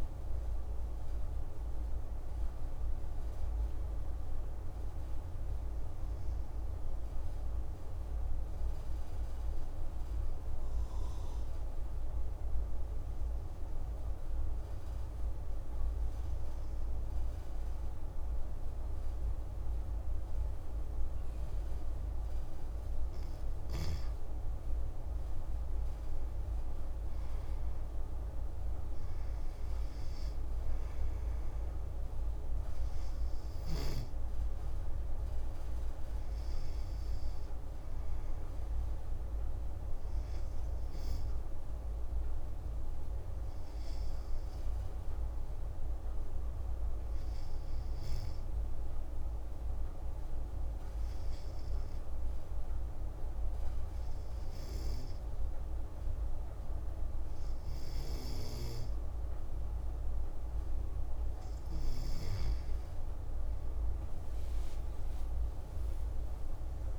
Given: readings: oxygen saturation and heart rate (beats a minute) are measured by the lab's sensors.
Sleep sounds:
breathing in sleep, hard to hear, by a room microphone; 2
3.50-22.00 s: obstructive apnea (oxygen 96% before, 93% lowest, heart rate 145 before, 50 extreme, up 47 after)
24.00-41.00 s: oxygen desaturation (device-marked, oxygen 97% before, 94% lowest, heart rate 94 before, 36 extreme)
25.00-29.50 s: arousal
47.00-61.00 s: obstructive apnea (oxygen 97% before, 93% lowest, heart rate 81 before, 36 extreme)
63.00-66.99 s: arousal
From the record:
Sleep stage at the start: N2 (light sleep); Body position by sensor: on the back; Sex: male

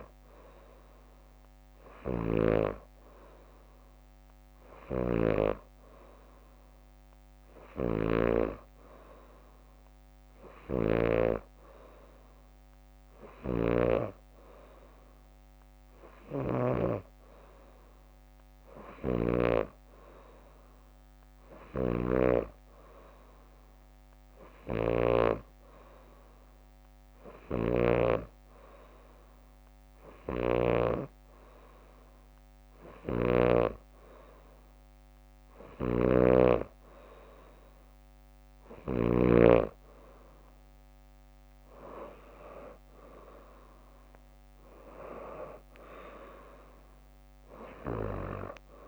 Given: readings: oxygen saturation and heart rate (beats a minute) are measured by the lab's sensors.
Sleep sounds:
breathing in sleep by a microphone on the trachea; none
0.00-5.50 s: snoring (device-marked)
7.50-11.00 s: snoring (device-marked)
13.00-19.50 s: snoring (device-marked)
21.50-28.00 s: snoring (device-marked)
30.00-33.50 s: snoring (device-marked)
35.50-39.00 s: snoring (device-marked)
40.50-44.50 s: arousal
41.50-48.50 s: leg movement (device-marked)
From the record:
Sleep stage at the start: N2 (light sleep); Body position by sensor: on the back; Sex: female

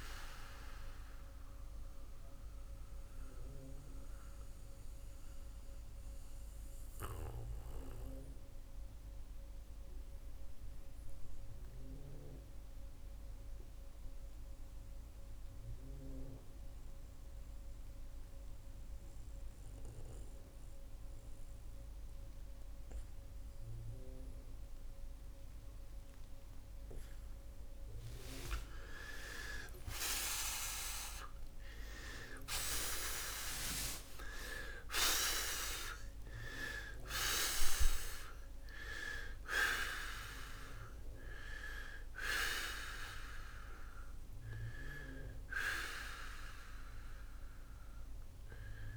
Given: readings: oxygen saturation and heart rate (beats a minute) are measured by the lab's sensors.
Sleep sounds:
breathing in sleep by a room microphone; 1
0.00-2.00 s: oxygen desaturation (device-marked, oxygen 93% lowest)
1.00-28.00 s: mixed apnea (oxygen 97% before, 83% lowest)
4.00-30.00 s: oxygen desaturation (device-marked, oxygen 94% before, 86% lowest)
31.00-35.50 s: arousal
41.00-48.00 s: oxygen desaturation (device-marked, oxygen 96% before, 92% lowest)
From the record:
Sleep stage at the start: N2 (light sleep); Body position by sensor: on the back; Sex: male

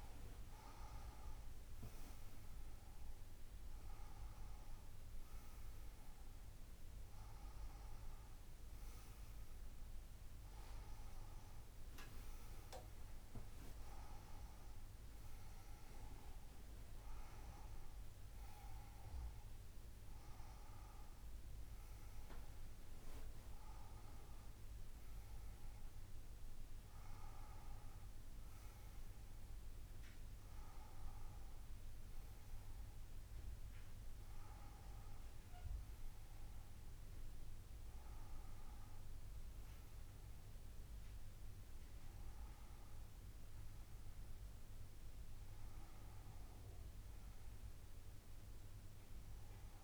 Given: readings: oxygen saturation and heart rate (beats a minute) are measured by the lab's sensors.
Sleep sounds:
a person partly awake in a sleep study, by a room microphone; none
24.00-49.84 s: new sleep stage, N1 (lightest sleep)
From the record:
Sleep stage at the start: awake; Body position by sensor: on the back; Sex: female

